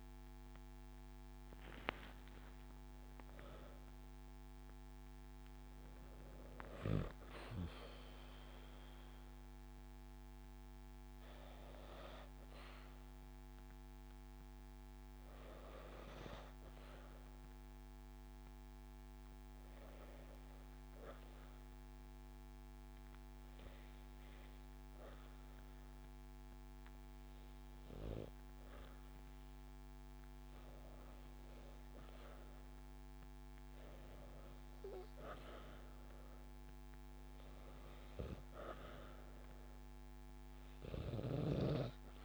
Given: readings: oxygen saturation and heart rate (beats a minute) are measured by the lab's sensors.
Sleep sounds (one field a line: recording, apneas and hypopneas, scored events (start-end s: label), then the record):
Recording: breathing in sleep by a microphone on the trachea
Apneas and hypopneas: 1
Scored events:
2.00-6.50 s: arousal
5.00-15.00 s: oxygen desaturation (device-marked, oxygen 95% before, 92% lowest)
18.50-31.00 s: hypopnea (oxygen 96% before, 91% lowest)
33.50-38.00 s: arousal
From the record:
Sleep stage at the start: N2 (light sleep)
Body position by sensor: on the back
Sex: female